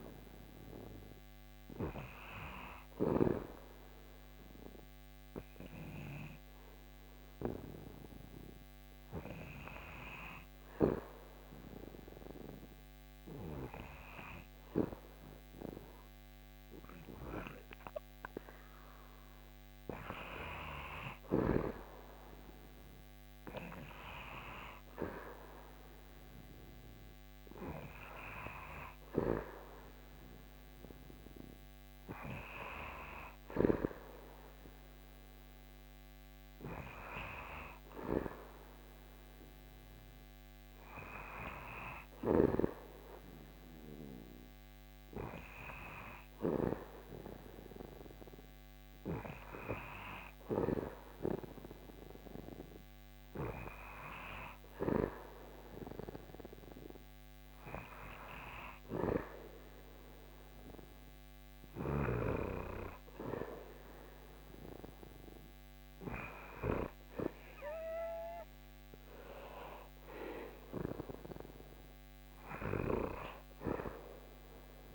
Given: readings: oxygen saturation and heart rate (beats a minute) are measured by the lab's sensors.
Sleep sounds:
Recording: breathing in sleep by a microphone on the trachea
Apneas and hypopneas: 1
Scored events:
4.50-18.00 s: hypopnea (oxygen 98% before, 95% lowest, heart rate 76 before, 72 extreme, up 5 after)
20.00-23.50 s: arousal
58.50-74.95 s: new sleep stage, REM sleep
From the record:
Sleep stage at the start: N2 (light sleep)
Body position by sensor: on the back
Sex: male

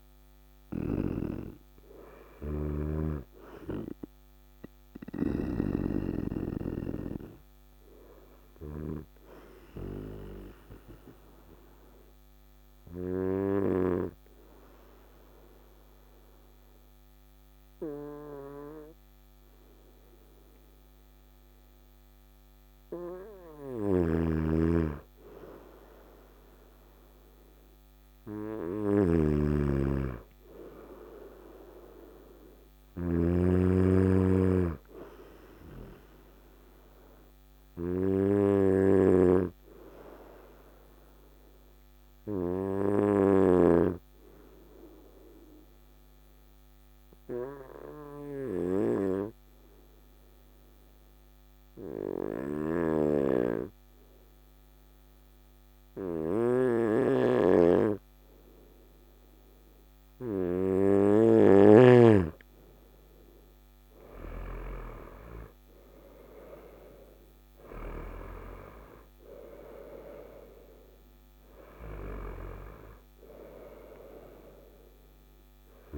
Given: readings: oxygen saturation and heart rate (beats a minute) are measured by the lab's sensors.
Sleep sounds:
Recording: breathing in sleep by a microphone on the trachea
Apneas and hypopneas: 2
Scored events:
0.00-5.00 s: snoring (device-marked)
7.00-21.50 s: obstructive apnea (oxygen 96% before, 93% lowest, heart rate 62 before, 56 extreme, up 1 after)
23.00-32.50 s: snoring (device-marked)
23.50-27.50 s: arousal
37.00-61.00 s: obstructive apnea (oxygen 99% before, 93% lowest, heart rate 58 before, 53 extreme, up 11 after)
52.00-61.50 s: snoring (device-marked)
60.00-75.98 s: oxygen desaturation (device-marked, oxygen 97% before, 94% lowest, heart rate 56 before, 55 extreme)
62.50-66.50 s: arousal
From the record:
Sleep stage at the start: N2 (light sleep)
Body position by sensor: on the right side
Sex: male

